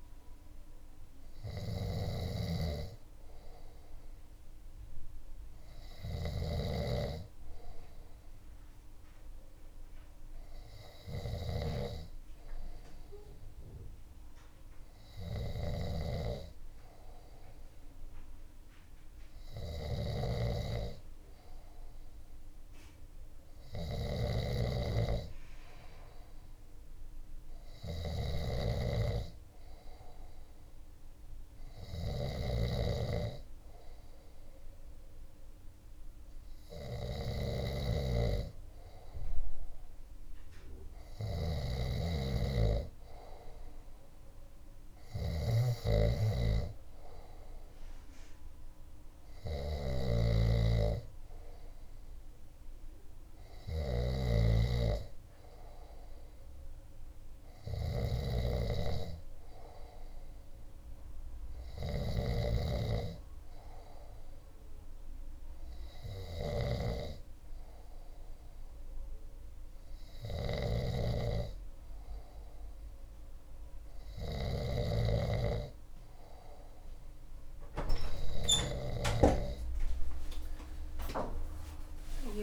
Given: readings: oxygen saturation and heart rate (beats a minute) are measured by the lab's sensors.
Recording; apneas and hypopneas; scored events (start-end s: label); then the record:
breathing in sleep by a room microphone; none
1.50-6.00 s: snoring (device-marked)
19.50-74.50 s: snoring (device-marked)
72.50-82.43 s: new sleep stage, awake
From the record:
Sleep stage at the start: N2 (light sleep); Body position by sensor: on the left side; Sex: male